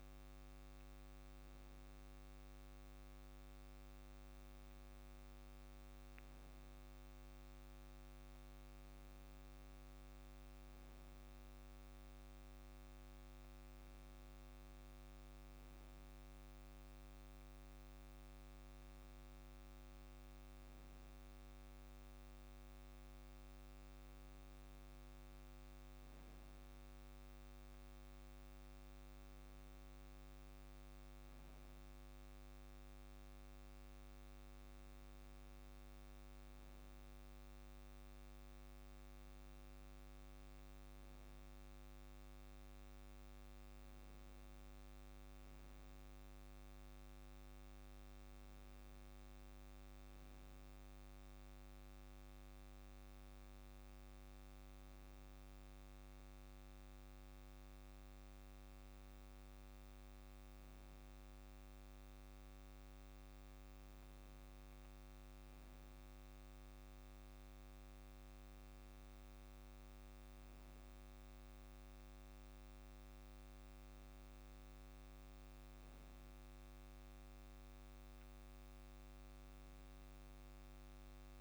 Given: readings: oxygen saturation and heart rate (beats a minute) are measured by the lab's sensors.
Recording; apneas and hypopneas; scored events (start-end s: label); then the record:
breathing in sleep, hard to hear, by a microphone on the trachea; none
25.00-27.00 s: long interval between heartbeats (device-marked, heart rate 57 before, 56 extreme)
63.00-65.00 s: long interval between heartbeats (device-marked, heart rate 55 before, 54 extreme)
68.50-70.50 s: long interval between heartbeats (device-marked, heart rate 53 before, 44 extreme)
73.00-75.00 s: long interval between heartbeats (device-marked, heart rate 50 before, 45 extreme)
From the record:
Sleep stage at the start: N2 (light sleep); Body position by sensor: on the back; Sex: male